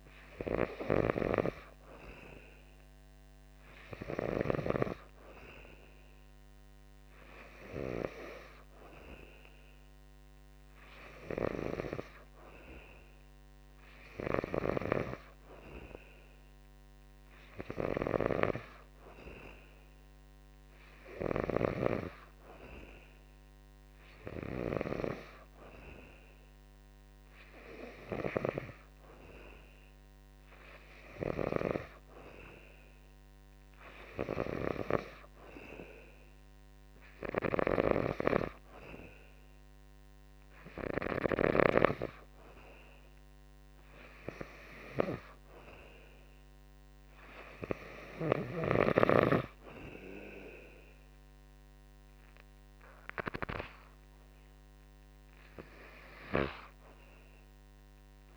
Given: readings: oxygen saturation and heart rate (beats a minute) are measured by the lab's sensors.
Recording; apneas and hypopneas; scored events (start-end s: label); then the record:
breathing in sleep by a microphone on the trachea; none
none scored
From the record:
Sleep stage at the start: N2 (light sleep); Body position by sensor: on the back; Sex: male